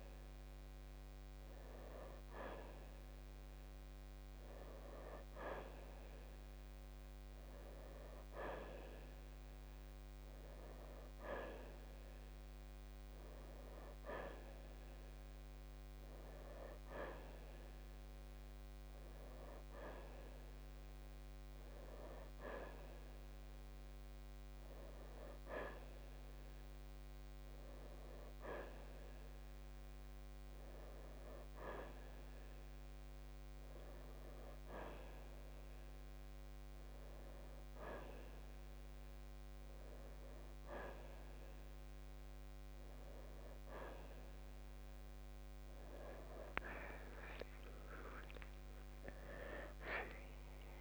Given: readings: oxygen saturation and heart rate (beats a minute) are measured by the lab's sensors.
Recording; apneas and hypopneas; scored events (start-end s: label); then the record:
breathing in sleep by a microphone on the trachea; none
none scored
From the record:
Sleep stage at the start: N1 (lightest sleep); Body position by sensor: on the right side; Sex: male